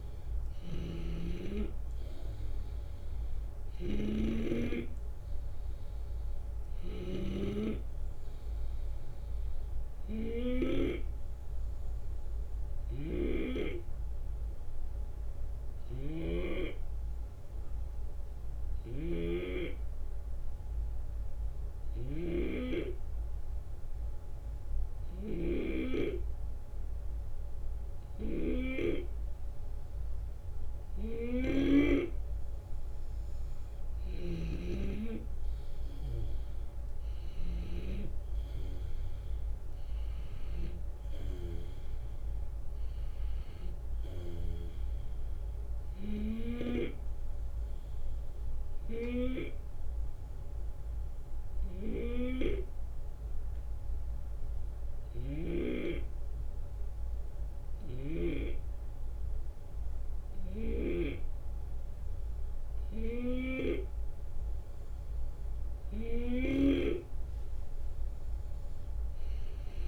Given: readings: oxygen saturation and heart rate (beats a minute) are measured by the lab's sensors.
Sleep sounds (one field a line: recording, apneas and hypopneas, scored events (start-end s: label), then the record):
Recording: breathing in sleep by a room microphone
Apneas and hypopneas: 2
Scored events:
0.00-2.00 s: arousal
0.50-37.50 s: snoring (device-marked)
10.50-28.50 s: obstructive apnea (oxygen 94% before, 90% lowest, heart rate 76 before, 69 extreme, up 6 after)
34.00-39.00 s: arousal
48.50-65.50 s: hypopnea (oxygen 93% before, 90% lowest, heart rate 75 before, 71 extreme, up 6 after)
57.50-61.00 s: snoring (device-marked)
68.50-69.88 s: arousal
From the record:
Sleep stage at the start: N2 (light sleep)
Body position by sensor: on the left side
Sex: male